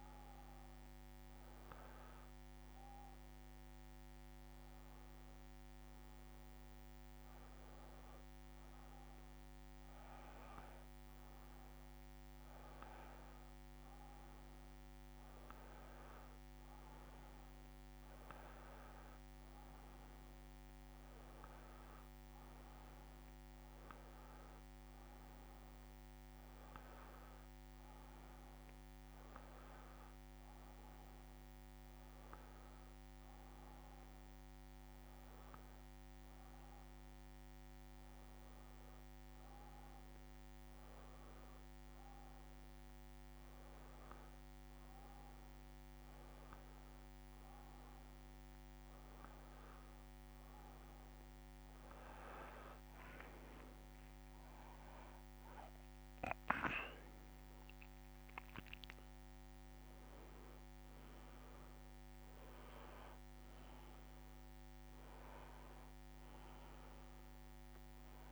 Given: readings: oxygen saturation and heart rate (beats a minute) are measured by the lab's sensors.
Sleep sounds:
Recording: breathing in sleep, hard to hear, by a microphone on the trachea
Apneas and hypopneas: none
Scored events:
0.50-2.50 s: long interval between heartbeats (device-marked)
54.00-57.50 s: arousal
62.00-68.31 s: new sleep stage, N2 (light sleep)
From the record:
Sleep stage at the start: N1 (lightest sleep)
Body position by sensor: on the back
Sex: male

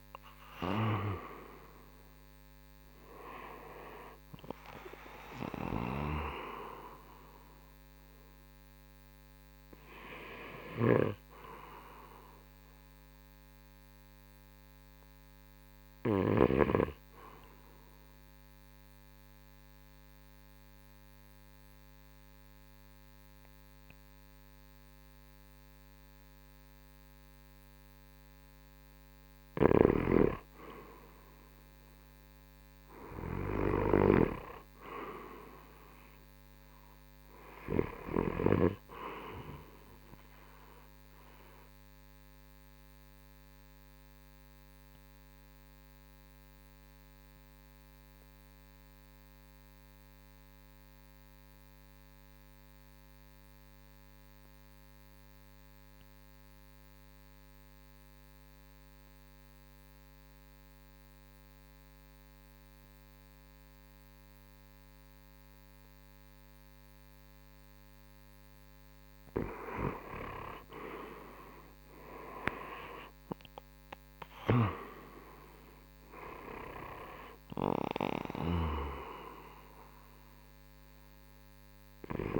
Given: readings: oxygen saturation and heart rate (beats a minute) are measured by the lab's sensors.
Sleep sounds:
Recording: breathing in sleep by a microphone on the trachea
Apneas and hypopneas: 2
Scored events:
0.00-10.00 s: drop in pulse transit time (device-marked, heart rate 73 extreme)
7.00-25.00 s: oxygen desaturation (device-marked, oxygen 89% before, 75% lowest, heart rate 76 before, 69 extreme)
17.00-29.50 s: central apnea (oxygen 89% before, 75% lowest, heart rate 80 before, 69 extreme, up 10 after)
28.00-82.40 s: new sleep stage, N2 (light sleep)
31.50-34.50 s: arousal
34.00-49.00 s: drop in pulse transit time (device-marked, heart rate 72 before, 75 extreme)
38.00-57.00 s: oxygen desaturation (device-marked, oxygen 96% before, 79% lowest, heart rate 73 before, 57 extreme)
40.00-68.50 s: central apnea (oxygen 97% before, 75% lowest, heart rate 73 before, 57 extreme, up 23 after)
59.00-82.40 s: oxygen desaturation (device-marked, oxygen 95% before, 75% lowest, heart rate 72 before, 60 extreme)
70.00-75.00 s: arousal
72.00-82.40 s: drop in pulse transit time (device-marked, heart rate 62 before, 68 extreme)
74.00-78.50 s: snoring (device-marked)
From the record:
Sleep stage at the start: REM sleep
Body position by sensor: on the right side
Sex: male

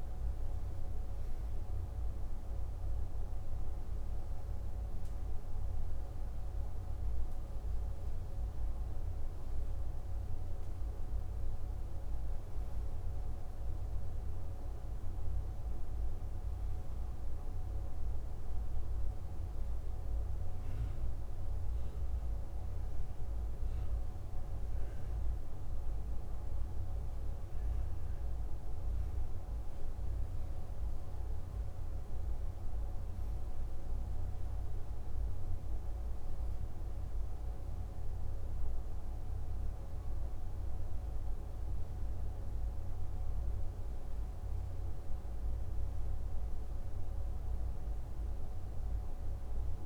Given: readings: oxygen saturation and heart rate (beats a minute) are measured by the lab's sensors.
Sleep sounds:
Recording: breathing in sleep, hard to hear, by a room microphone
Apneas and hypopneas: none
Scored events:
none scored
From the record:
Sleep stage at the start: REM sleep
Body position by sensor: on the back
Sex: male

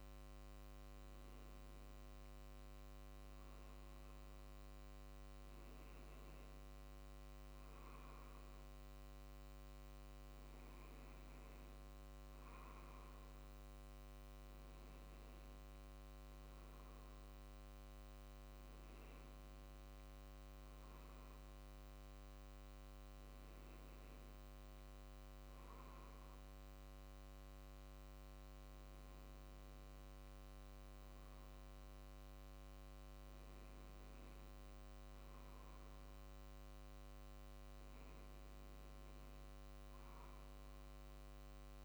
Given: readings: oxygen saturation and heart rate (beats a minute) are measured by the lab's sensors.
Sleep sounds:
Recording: breathing in sleep, hard to hear, by a microphone on the trachea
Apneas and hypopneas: none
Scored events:
0.00-5.50 s: drop in pulse transit time (device-marked, heart rate 48 extreme)
From the record:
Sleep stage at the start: N2 (light sleep)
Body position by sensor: on the back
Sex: male

